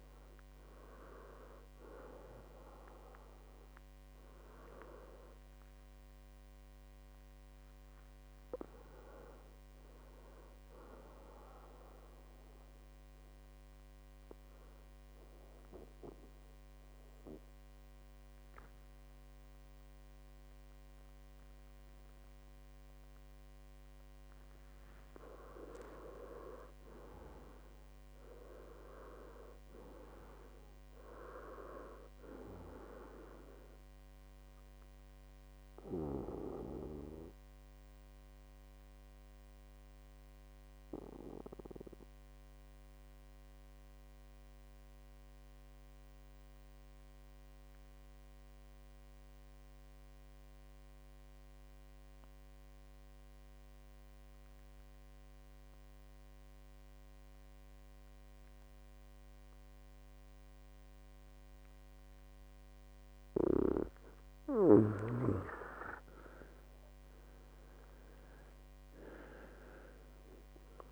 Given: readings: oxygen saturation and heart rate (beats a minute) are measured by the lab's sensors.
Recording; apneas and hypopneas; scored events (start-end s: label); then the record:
breathing in sleep by a microphone on the trachea; 2
0.00-23.00 s: oxygen desaturation (device-marked, oxygen 98% before, 93% lowest, heart rate 69 before, 62 extreme)
13.50-26.00 s: obstructive apnea (oxygen 99% before, 91% lowest, heart rate 76 before, 61 extreme, up 13 after)
27.50-31.00 s: arousal
35.00-64.00 s: obstructive apnea (oxygen 98% before, 90% lowest, heart rate 70 before, 61 extreme, up 15 after)
66.00-69.00 s: arousal
From the record:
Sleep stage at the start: N2 (light sleep); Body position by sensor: on the back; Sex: male